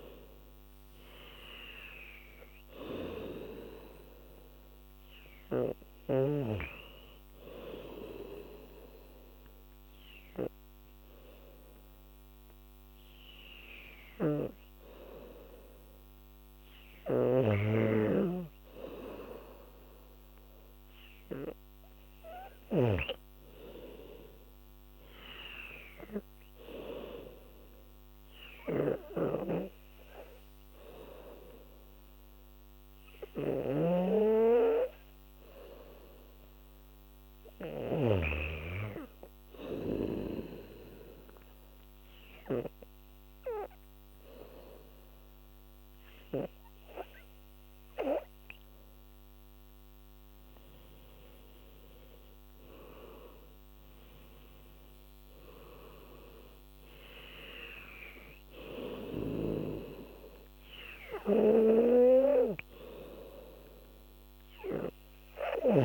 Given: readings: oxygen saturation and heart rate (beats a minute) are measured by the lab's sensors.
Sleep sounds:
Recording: breathing in sleep by a microphone on the trachea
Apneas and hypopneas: 2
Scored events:
1.50-5.50 s: arousal
10.00-20.50 s: hypopnea (oxygen 96% before, 93% lowest, heart rate 82 before, 81 extreme, up 4 after)
17.00-23.00 s: snoring (device-marked)
23.50-27.50 s: arousal
33.50-38.50 s: snoring (device-marked)
40.50-50.50 s: obstructive apnea (oxygen 97% before, 90% lowest, heart rate 83 before, 73 extreme, up 11 after)
51.50-54.50 s: arousal
From the record:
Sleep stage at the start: N2 (light sleep)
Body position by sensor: on the back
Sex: female

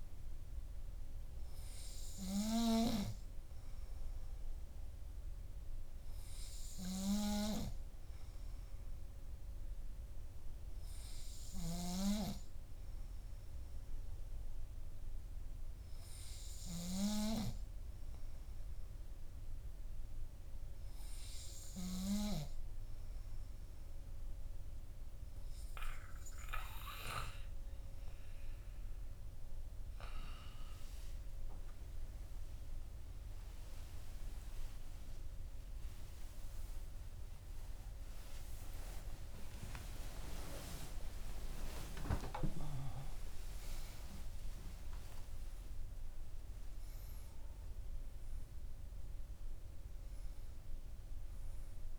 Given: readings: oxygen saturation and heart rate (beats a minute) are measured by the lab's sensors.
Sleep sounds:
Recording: a person partly awake in a sleep study, by a room microphone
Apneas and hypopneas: none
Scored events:
28.50-51.99 s: new sleep stage, awake
From the record:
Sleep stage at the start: N2 (light sleep)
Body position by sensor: on the back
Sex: male

